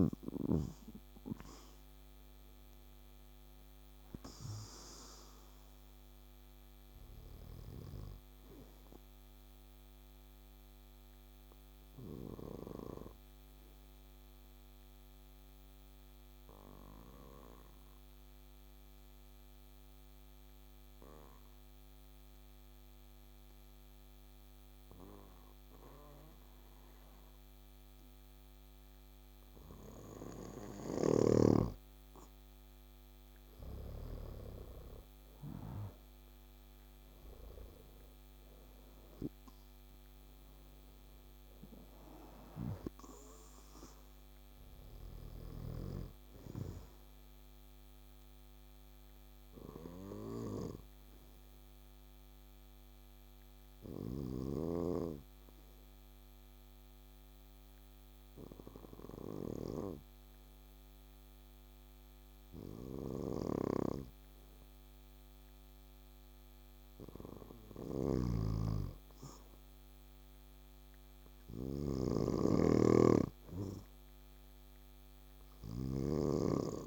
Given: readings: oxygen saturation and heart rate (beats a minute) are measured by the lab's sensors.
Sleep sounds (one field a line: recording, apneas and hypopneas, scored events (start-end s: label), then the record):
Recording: breathing in sleep by a microphone on the trachea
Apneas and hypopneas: 2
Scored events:
0.00-14.50 s: oxygen desaturation (device-marked, oxygen 95% lowest, heart rate 58 extreme)
7.50-30.50 s: obstructive apnea (oxygen 99% before, 93% lowest, heart rate 68 before, 58 extreme, up 9 after)
28.50-58.50 s: oxygen desaturation (device-marked, oxygen 100% before, 93% lowest, heart rate 61 before, 59 extreme)
32.50-37.00 s: arousal
45.50-64.50 s: obstructive apnea (oxygen 100% before, 93% lowest, heart rate 66 before, 59 extreme, up 3 after)
67.50-76.87 s: snoring (device-marked)
68.50-71.50 s: arousal
From the record:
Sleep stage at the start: N2 (light sleep)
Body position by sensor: on the back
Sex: male